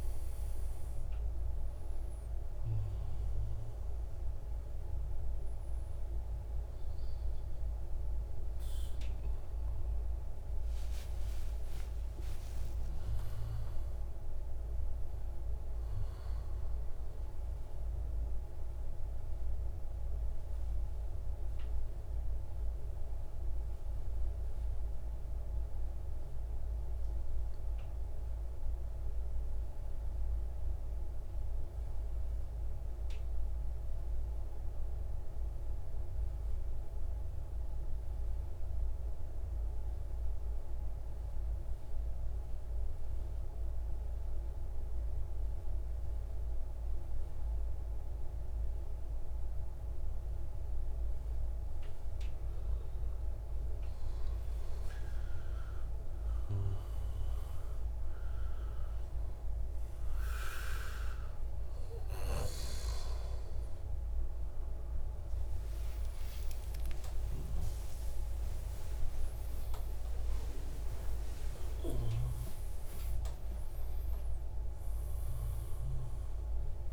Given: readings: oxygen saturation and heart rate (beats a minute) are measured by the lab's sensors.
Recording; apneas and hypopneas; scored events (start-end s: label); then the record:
breathing in sleep, hard to hear, by a room microphone; 1
0.00-17.00 s: oxygen desaturation (device-marked, oxygen 89% lowest, heart rate 57 extreme)
10.50-14.50 s: arousal
18.50-54.00 s: mixed apnea (oxygen 98% before, 89% lowest, heart rate 82 before, 57 extreme, up 6 after)
41.00-70.00 s: oxygen desaturation (device-marked, oxygen 99% before, 91% lowest, heart rate 61 before, 61 extreme)
65.00-71.00 s: arousal
72.00-76.93 s: oxygen desaturation (device-marked, oxygen 93% before, 89% lowest, heart rate 89 before, 60 extreme)
From the record:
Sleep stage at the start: N2 (light sleep); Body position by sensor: on the right side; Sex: male